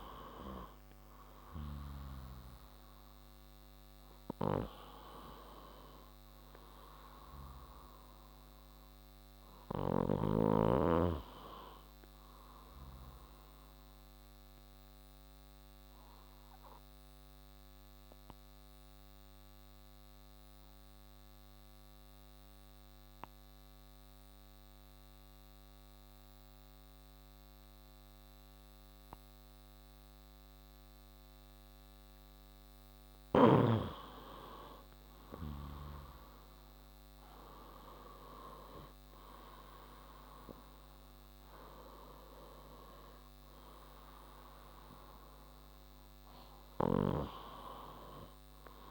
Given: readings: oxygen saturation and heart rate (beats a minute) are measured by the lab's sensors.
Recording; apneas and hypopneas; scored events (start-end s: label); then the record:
breathing in sleep by a microphone on the trachea; 1
4.00-25.00 s: oxygen desaturation (device-marked, oxygen 96% before, 92% lowest)
15.00-33.50 s: obstructive apnea (oxygen 96% before, 91% lowest)
35.00-48.91 s: oxygen desaturation (device-marked, oxygen 96% before, 91% lowest)
35.50-39.50 s: arousal
From the record:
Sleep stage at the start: N2 (light sleep); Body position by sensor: on the left side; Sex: male